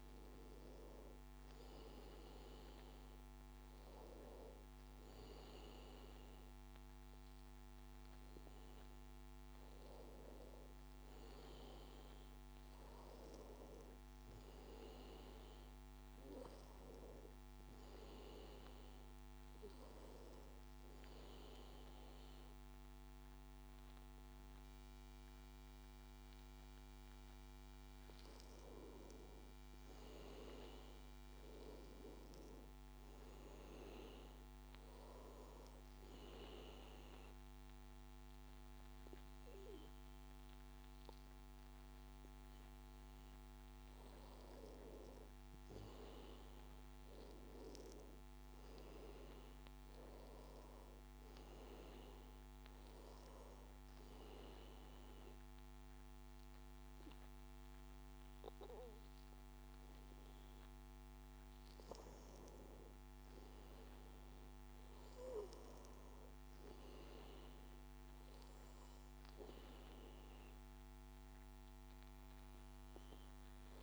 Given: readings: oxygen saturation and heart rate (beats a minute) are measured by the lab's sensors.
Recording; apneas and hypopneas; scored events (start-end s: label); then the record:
breathing in sleep by a microphone on the trachea; none
none scored
From the record:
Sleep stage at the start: N2 (light sleep); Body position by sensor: on the back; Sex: male